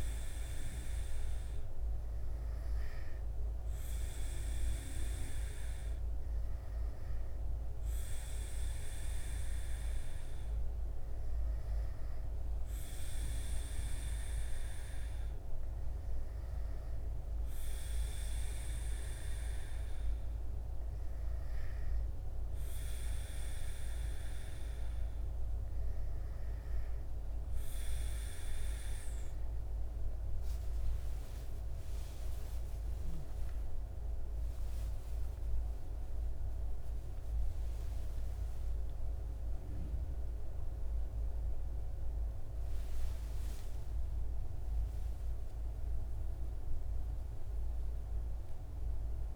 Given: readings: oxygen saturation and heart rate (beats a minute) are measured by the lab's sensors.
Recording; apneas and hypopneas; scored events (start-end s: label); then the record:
a person partly awake in a sleep study, hard to hear, by a room microphone; none
29.00-49.36 s: new sleep stage, awake
From the record:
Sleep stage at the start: N2 (light sleep); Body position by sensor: on the back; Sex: male